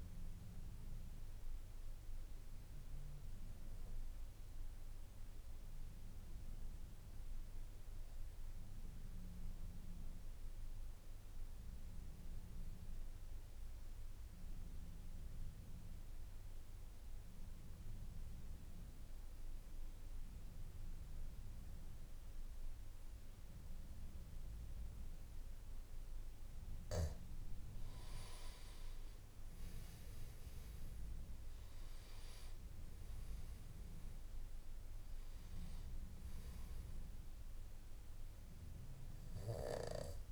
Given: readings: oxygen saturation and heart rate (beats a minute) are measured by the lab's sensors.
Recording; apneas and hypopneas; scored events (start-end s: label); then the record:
breathing in sleep, hard to hear, by a room microphone; 1
0.00-13.50 s: oxygen desaturation (device-marked, oxygen 88% lowest, heart rate 52 extreme)
5.50-25.00 s: obstructive apnea (oxygen 98% before, 88% lowest, heart rate 65 before, 49 extreme, up 9 after)
31.50-40.32 s: oxygen desaturation (device-marked, oxygen 98% before, 88% lowest, heart rate 54 before, 49 extreme)
From the record:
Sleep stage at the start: N1 (lightest sleep); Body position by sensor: on the back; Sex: male